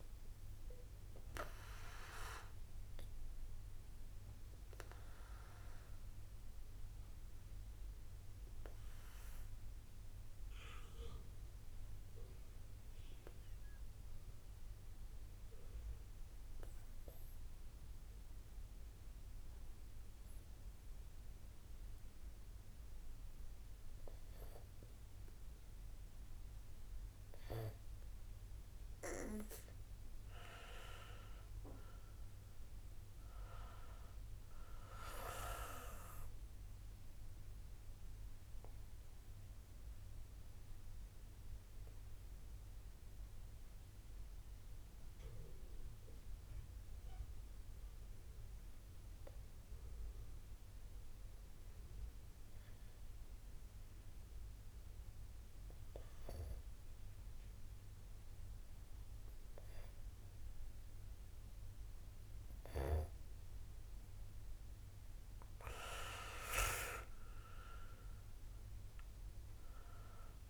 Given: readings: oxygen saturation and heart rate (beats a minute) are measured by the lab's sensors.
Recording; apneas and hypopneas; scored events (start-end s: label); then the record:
breathing in sleep by a room microphone; 2
0.00-9.00 s: oxygen desaturation (device-marked, oxygen 87% lowest, heart rate 43 extreme)
0.50-26.50 s: obstructive apnea (oxygen 97% before, 87% lowest, heart rate 60 before, 45 extreme, up 1 after)
25.00-54.00 s: oxygen desaturation (device-marked, oxygen 96% before, 87% lowest, heart rate 64 before, 43 extreme)
30.50-33.00 s: arousal
39.50-63.00 s: obstructive apnea (oxygen 97% before, 86% lowest, heart rate 56 before, 43 extreme, up 2 after)
67.50-70.50 s: arousal
68.00-70.50 s: oxygen desaturation (device-marked, oxygen 95% before, 86% lowest, heart rate 66 before, 46 extreme)
From the record:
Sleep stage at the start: N2 (light sleep); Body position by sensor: on the back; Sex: male